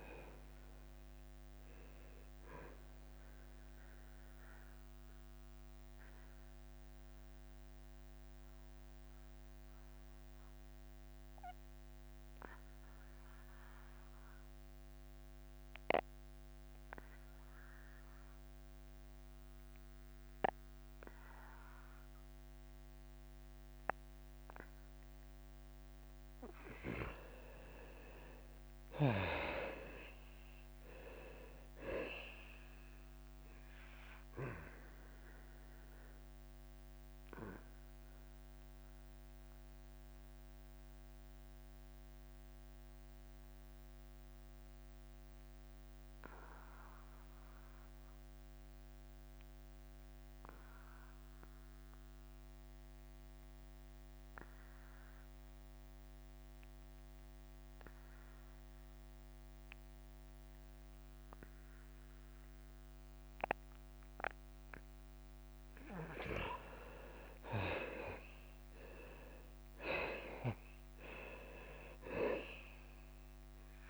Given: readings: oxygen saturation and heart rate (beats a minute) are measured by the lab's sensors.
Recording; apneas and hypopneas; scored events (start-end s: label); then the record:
breathing in sleep by a microphone on the trachea; 2
0.00-7.50 s: drop in pulse transit time (device-marked, heart rate 89 extreme)
4.00-26.50 s: obstructive apnea (oxygen 99% before, 80% lowest, heart rate 92 before, 88 extreme, up 3 after)
22.50-55.50 s: oxygen desaturation (device-marked, oxygen 97% before, 83% lowest, heart rate 93 before, 88 extreme)
28.50-32.00 s: arousal
30.50-41.50 s: drop in pulse transit time (device-marked, heart rate 91 before, 88 extreme)
36.50-66.00 s: mixed apnea (oxygen 97% before, 79% lowest, heart rate 91 before, 88 extreme, up 7 after)
57.50-73.90 s: oxygen desaturation (device-marked, oxygen 98% before, 79% lowest, heart rate 90 before, 91 extreme)
68.00-72.50 s: arousal
68.50-73.90 s: drop in pulse transit time (device-marked, heart rate 91 before, 93 extreme)
From the record:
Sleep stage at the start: N2 (light sleep); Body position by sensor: on the back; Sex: male